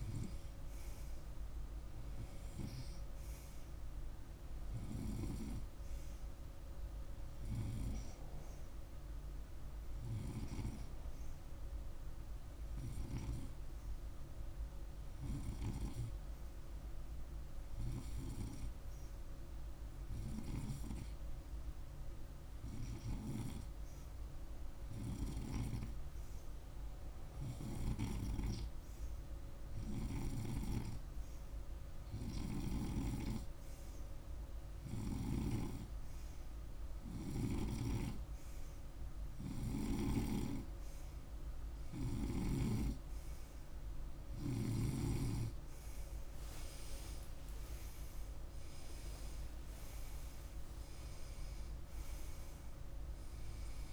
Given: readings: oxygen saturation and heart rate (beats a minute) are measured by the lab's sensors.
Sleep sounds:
breathing in sleep by a room microphone; 1
6.50-40.50 s: hypopnea (oxygen 97% before, 93% lowest, heart rate 52 before, 48 extreme, up 1 after)
42.00-45.50 s: arousal
50.00-53.93 s: oxygen desaturation (device-marked, oxygen 96% before, 93% lowest, heart rate 51 before, 48 extreme)
From the record:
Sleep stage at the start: N2 (light sleep); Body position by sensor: on the right side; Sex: male

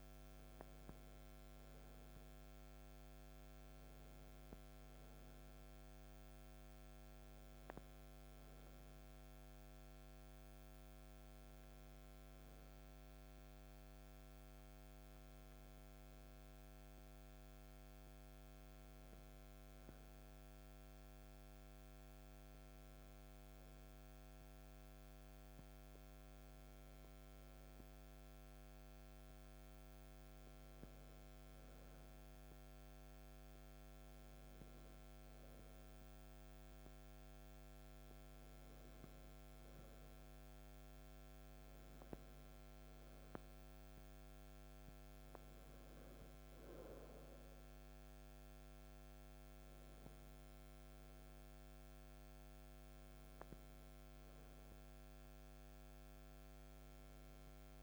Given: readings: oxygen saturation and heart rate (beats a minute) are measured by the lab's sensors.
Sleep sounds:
breathing in sleep, hard to hear, by a microphone on the trachea; 1
11.00-57.83 s: new sleep stage, N2 (light sleep)
17.00-36.50 s: hypopnea (oxygen 97% before, 96% lowest, heart rate 59 before, 50 extreme, up 6 after)
38.00-42.50 s: arousal
From the record:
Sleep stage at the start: N1 (lightest sleep); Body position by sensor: on the back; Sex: male

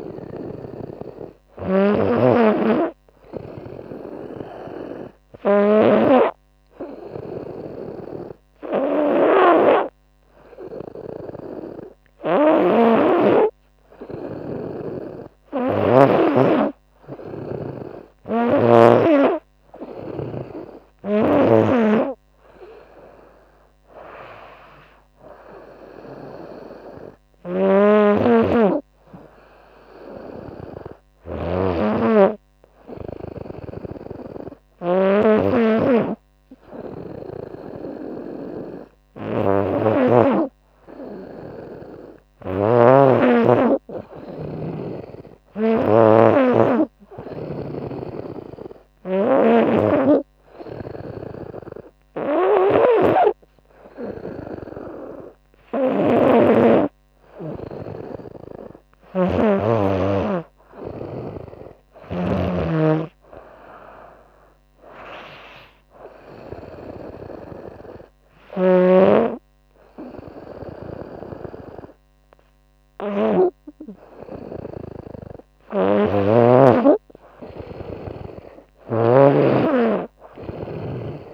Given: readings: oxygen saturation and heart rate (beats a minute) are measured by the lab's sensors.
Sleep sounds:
breathing in sleep by a microphone on the trachea; 1
0.00-5.00 s: snoring (device-marked)
11.50-18.00 s: snoring (device-marked)
26.50-30.50 s: snoring (device-marked)
32.50-61.50 s: snoring (device-marked)
37.00-42.00 s: arousal
45.50-56.00 s: hypopnea (oxygen 97% before, 95% lowest, heart rate 79 before, 74 extreme, up 5 after)
59.50-62.50 s: arousal
67.50-75.50 s: snoring (device-marked)
80.00-81.34 s: snoring (device-marked)
From the record:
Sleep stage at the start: N2 (light sleep); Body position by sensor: on the right side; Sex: female

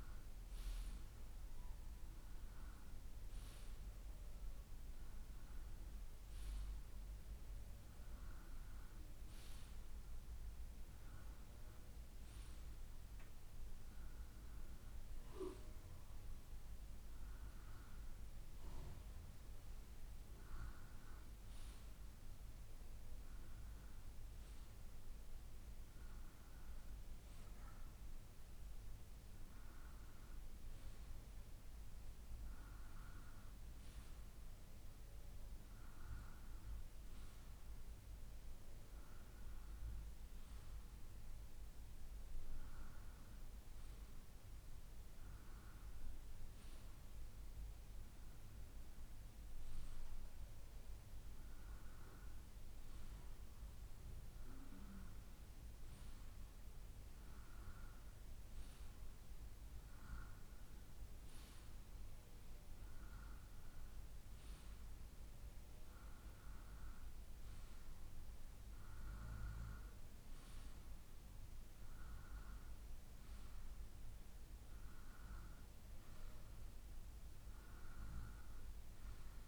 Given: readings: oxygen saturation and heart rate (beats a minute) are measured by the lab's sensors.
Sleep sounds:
breathing in sleep, hard to hear, by a room microphone; none
none scored
From the record:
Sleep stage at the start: N2 (light sleep); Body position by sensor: on the right side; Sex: male

